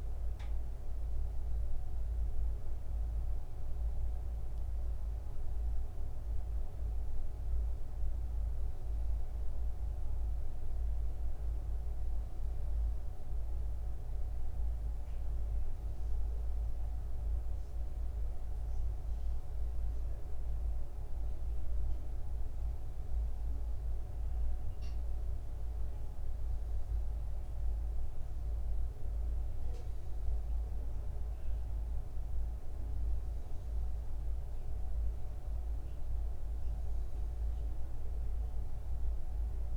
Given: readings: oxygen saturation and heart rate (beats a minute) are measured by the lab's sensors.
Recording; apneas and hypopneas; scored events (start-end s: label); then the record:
breathing in sleep, hard to hear, by a room microphone; none
13.00-16.50 s: arousal
From the record:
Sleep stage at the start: N1 (lightest sleep); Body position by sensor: upright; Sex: male